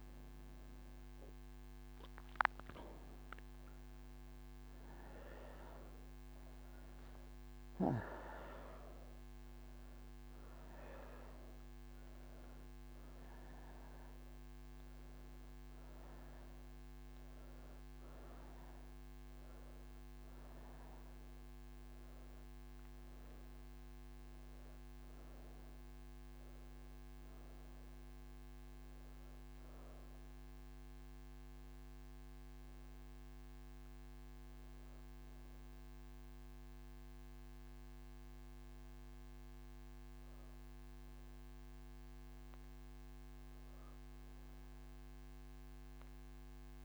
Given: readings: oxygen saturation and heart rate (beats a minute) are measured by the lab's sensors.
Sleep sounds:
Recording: breathing in sleep, hard to hear, by a microphone on the trachea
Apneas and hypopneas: none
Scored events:
6.00-21.00 s: oxygen desaturation (device-marked, oxygen 97% before, 94% lowest)
32.00-46.85 s: oxygen desaturation (device-marked, oxygen 95% before, 89% lowest)
From the record:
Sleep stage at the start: N2 (light sleep)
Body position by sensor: on the right side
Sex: female

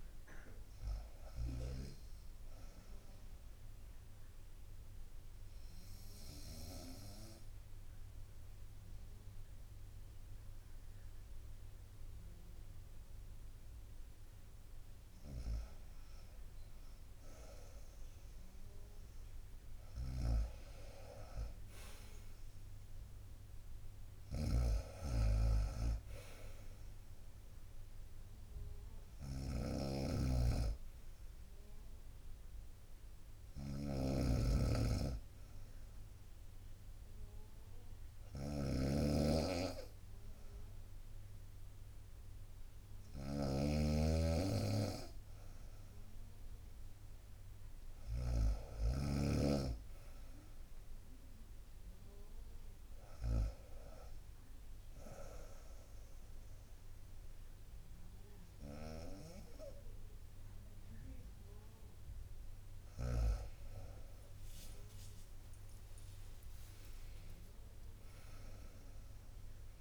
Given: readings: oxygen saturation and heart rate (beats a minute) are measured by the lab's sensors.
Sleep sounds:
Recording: breathing in sleep by a room microphone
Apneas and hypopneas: 2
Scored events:
0.00-1.50 s: snoring (device-marked)
0.00-12.00 s: oxygen desaturation (device-marked, oxygen 85% lowest, heart rate 56 extreme)
3.00-15.50 s: obstructive apnea (oxygen 95% before, 85% lowest, heart rate 63 before, 68 extreme, up 2 after)
18.50-23.50 s: arousal
20.00-63.00 s: snoring (device-marked)
21.00-32.00 s: drop in pulse transit time (device-marked, heart rate 69 before, 69 extreme)
48.50-52.00 s: arousal
54.50-64.50 s: obstructive apnea (oxygen 96% before, 93% lowest, heart rate 69 before, 64 extreme, up 4 after)
68.00-69.81 s: arousal
From the record:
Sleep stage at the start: N2 (light sleep)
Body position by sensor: on the right side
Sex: female

